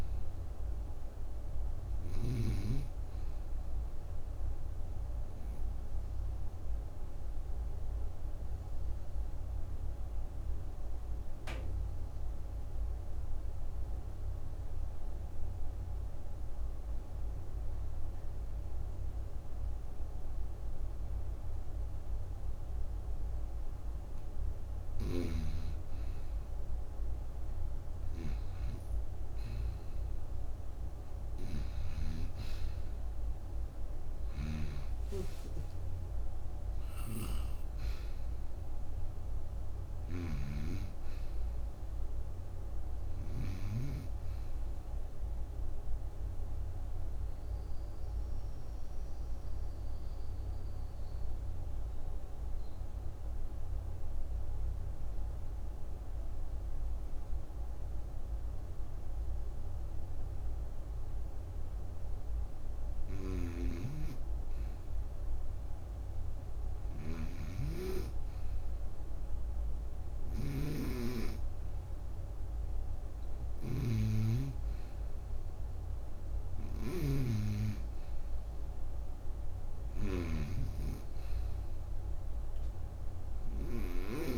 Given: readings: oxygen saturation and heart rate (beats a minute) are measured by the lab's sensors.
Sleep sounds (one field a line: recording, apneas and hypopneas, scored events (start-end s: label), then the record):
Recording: breathing in sleep by a room microphone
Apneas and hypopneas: 2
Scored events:
0.00-0.50 s: arousal
4.00-23.50 s: obstructive apnea (oxygen 95% before, 87% lowest, heart rate 64 before, 59 extreme, up 8 after)
25.50-29.00 s: arousal
34.00-43.50 s: snoring (device-marked)
34.00-64.00 s: oxygen desaturation (device-marked, oxygen 95% before, 87% lowest, heart rate 63 before, 55 extreme)
34.50-39.00 s: arousal
45.50-62.00 s: obstructive apnea (oxygen 95% before, 87% lowest, heart rate 71 before, 55 extreme, up 9 after)
63.00-80.00 s: snoring (device-marked)
66.00-70.50 s: arousal
76.00-84.38 s: oxygen desaturation (device-marked, oxygen 97% before, 89% lowest, heart rate 60 before, 56 extreme)
From the record:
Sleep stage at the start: N2 (light sleep)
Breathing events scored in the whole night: 366 in 5.5 hours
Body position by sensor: on the right side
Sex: female